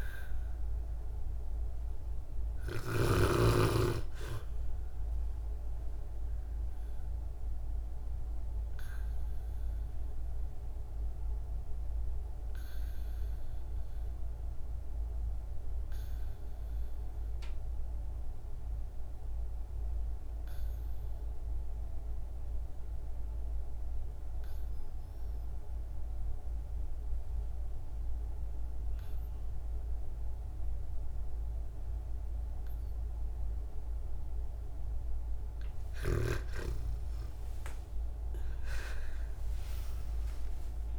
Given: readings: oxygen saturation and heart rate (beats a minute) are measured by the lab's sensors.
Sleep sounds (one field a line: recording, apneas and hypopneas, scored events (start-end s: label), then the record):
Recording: breathing in sleep by a room microphone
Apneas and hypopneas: 1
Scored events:
0.00-3.50 s: snoring (device-marked)
0.00-17.00 s: oxygen desaturation (device-marked, oxygen 79% lowest, heart rate 49 extreme)
5.00-34.50 s: obstructive apnea (oxygen 98% before, 76% lowest, heart rate 61 before, 49 extreme, up 25 after)
24.00-40.99 s: oxygen desaturation (device-marked, oxygen 97% before, 76% lowest, heart rate 66 before, 49 extreme)
37.50-40.99 s: arousal
From the record:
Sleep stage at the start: REM sleep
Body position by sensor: on the back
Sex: female